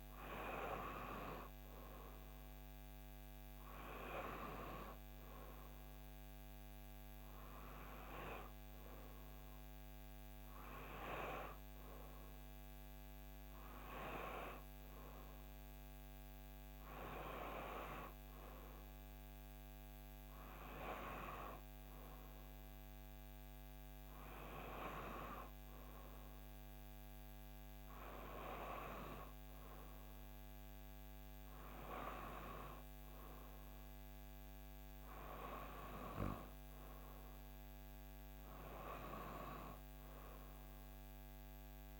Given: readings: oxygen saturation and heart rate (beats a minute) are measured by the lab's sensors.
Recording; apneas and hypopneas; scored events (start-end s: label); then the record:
breathing in sleep by a microphone on the trachea; none
11.50-42.00 s: new sleep stage, N3 (deep sleep)
From the record:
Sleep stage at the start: N2 (light sleep); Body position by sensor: on the back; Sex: female